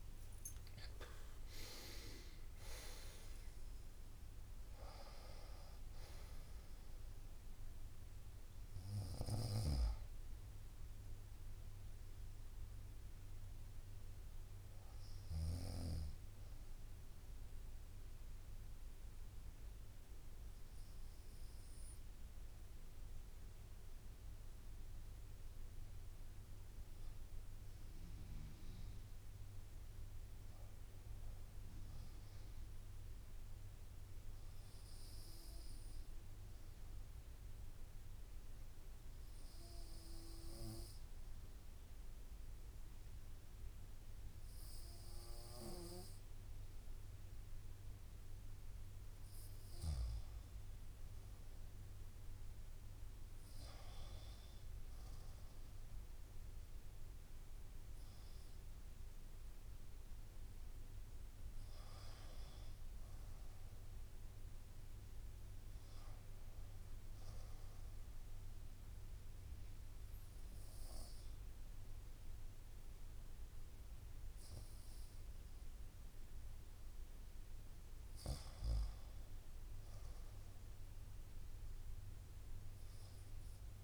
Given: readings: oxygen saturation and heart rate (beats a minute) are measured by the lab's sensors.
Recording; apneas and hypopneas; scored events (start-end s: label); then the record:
breathing in sleep by a room microphone; 1
0.00-1.00 s: arousal
0.00-11.00 s: drop in pulse transit time (device-marked, heart rate 61 before, 63 extreme)
9.00-15.50 s: snoring (device-marked)
10.00-60.00 s: bradycardia (device-marked, heart rate 63 before, 56 extreme)
12.00-28.00 s: oxygen desaturation (device-marked, oxygen 94% before, 88% lowest, heart rate 74 before, 56 extreme)
16.50-53.00 s: obstructive apnea (oxygen 94% before, 88% lowest, heart rate 74 before, 56 extreme, up 0 after)
29.00-39.00 s: drop in pulse transit time (device-marked, heart rate 58 before, 58 extreme)
49.00-60.00 s: oxygen desaturation (device-marked, oxygen 98% before, 93% lowest, heart rate 58 before, 59 extreme)
55.00-67.00 s: drop in pulse transit time (device-marked, heart rate 59 before, 59 extreme)
55.50-59.00 s: arousal
From the record:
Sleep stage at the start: REM sleep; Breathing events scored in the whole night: 332 in 4.6 hours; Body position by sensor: on the right side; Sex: female